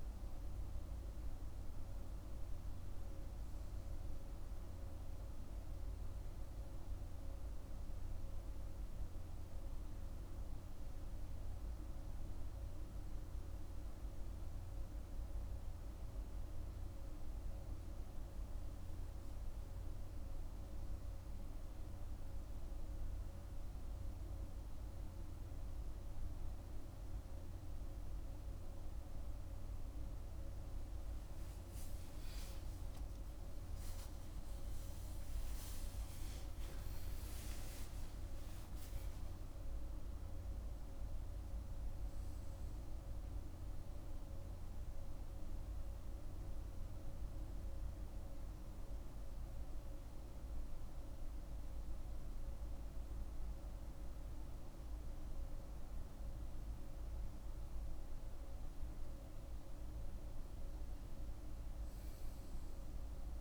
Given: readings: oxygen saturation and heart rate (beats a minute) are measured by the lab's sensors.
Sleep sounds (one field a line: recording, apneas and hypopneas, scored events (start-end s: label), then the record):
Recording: breathing in sleep, hard to hear, by a room microphone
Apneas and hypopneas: 1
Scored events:
31.50-36.50 s: arousal
42.50-55.00 s: hypopnea (oxygen 98% before, 95% lowest, heart rate 59 before, 48 extreme, up 2 after)
57.50-60.50 s: arousal
From the record:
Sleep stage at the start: N1 (lightest sleep)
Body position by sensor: on the back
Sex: male